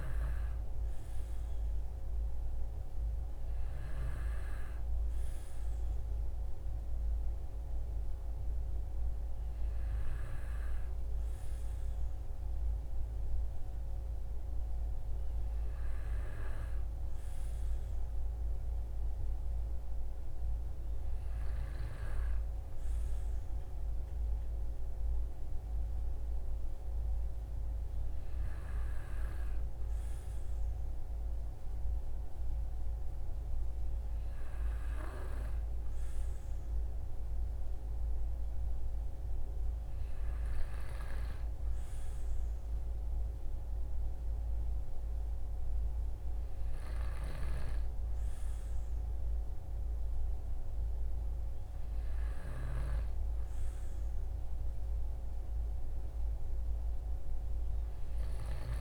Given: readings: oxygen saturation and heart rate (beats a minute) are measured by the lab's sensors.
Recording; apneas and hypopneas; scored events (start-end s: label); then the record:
breathing in sleep, hard to hear, by a room microphone; none
none scored
From the record:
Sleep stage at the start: N2 (light sleep); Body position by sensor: on the back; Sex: male